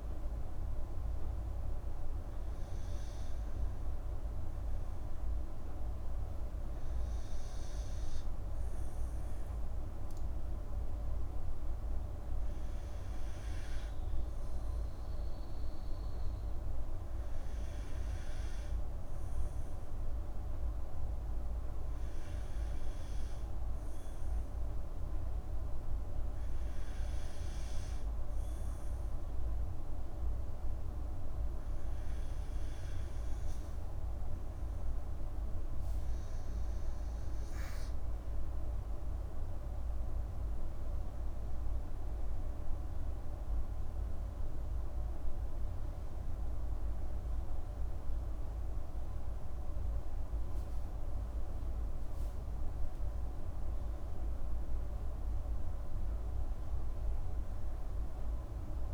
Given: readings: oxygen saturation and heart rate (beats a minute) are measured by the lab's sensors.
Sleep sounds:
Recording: breathing in sleep, hard to hear, by a room microphone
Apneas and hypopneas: none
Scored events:
40.50-44.50 s: arousal
From the record:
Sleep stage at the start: N2 (light sleep)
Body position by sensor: on the back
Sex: female

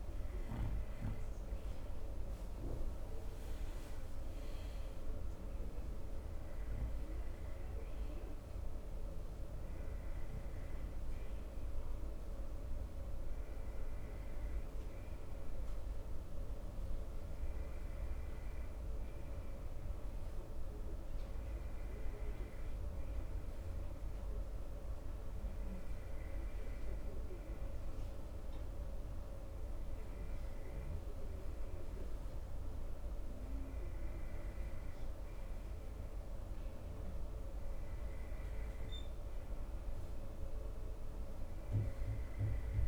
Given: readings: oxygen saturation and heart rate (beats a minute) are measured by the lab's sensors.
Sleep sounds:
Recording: breathing in sleep, hard to hear, by a room microphone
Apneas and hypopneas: none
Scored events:
9.00-20.00 s: oxygen desaturation (device-marked, oxygen 94% before, 91% lowest, heart rate 74 before, 65 extreme)
From the record:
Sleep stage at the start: N2 (light sleep)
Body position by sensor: on the front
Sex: male

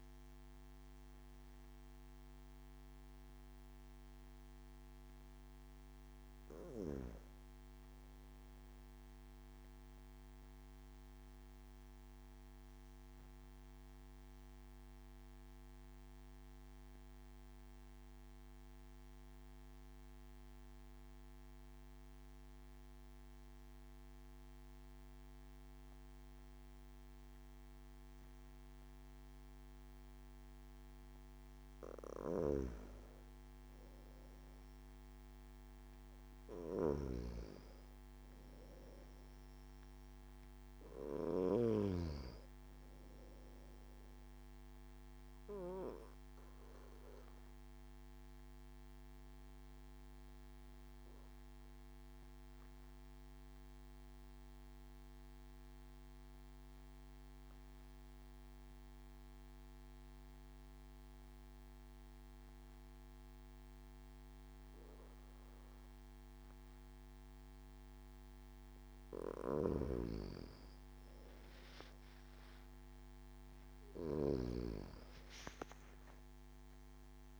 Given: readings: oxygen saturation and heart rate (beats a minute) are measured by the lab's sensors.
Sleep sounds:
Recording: breathing in sleep by a microphone on the trachea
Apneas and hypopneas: 2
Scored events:
0.00-5.00 s: oxygen desaturation (device-marked, oxygen 90% lowest, heart rate 36 extreme)
10.50-31.50 s: obstructive apnea (oxygen 98% before, 92% lowest)
27.00-55.00 s: oxygen desaturation (device-marked, oxygen 97% before, 92% lowest)
32.00-42.00 s: snoring (device-marked)
33.50-36.50 s: arousal
45.50-68.00 s: obstructive apnea (oxygen 97% before, 92% lowest)
69.00-77.40 s: new sleep stage, awake
69.00-77.40 s: snoring (device-marked)
From the record:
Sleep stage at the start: N2 (light sleep)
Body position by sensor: on the back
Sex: male

